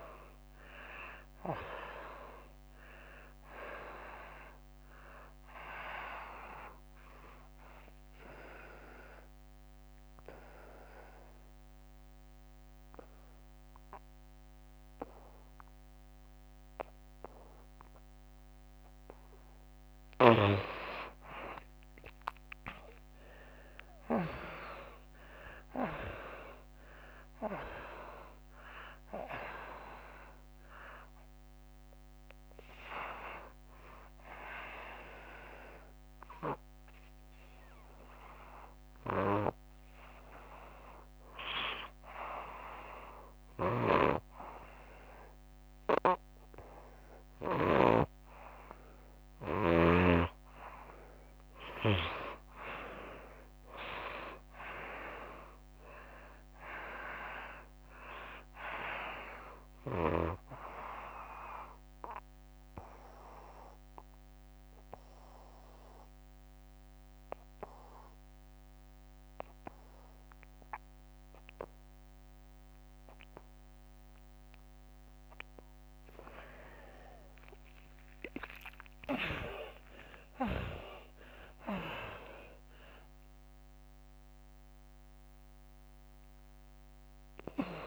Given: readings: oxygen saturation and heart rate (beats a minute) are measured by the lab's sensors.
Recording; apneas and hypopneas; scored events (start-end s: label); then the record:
breathing in sleep by a microphone on the trachea; 3
0.00-1.00 s: arousal
0.00-14.00 s: oxygen desaturation (device-marked, oxygen 89% lowest, heart rate 74 extreme)
6.50-20.00 s: obstructive apnea (oxygen 98% before, 84% lowest, heart rate 84 before, 77 extreme, up 11 after)
8.00-87.87 s: new sleep stage, N2 (light sleep)
21.00-42.00 s: oxygen desaturation (device-marked, oxygen 96% before, 84% lowest, heart rate 88 before, 75 extreme)
25.00-29.00 s: arousal
34.50-50.00 s: hypopnea (oxygen 96% before, 80% lowest, heart rate 87 before, 75 extreme, up 8 after)
43.50-48.00 s: snoring (device-marked)
49.00-69.00 s: oxygen desaturation (device-marked, oxygen 98% before, 87% lowest, heart rate 88 before, 73 extreme)
52.50-56.00 s: arousal
60.00-75.00 s: obstructive apnea (oxygen 98% before, 80% lowest, heart rate 80 before, 73 extreme, up 11 after)
71.00-87.87 s: oxygen desaturation (device-marked, oxygen 95% before, 80% lowest, heart rate 87 before, 73 extreme)
78.50-84.00 s: arousal
From the record:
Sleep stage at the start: N1 (lightest sleep); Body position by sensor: on the right side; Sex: female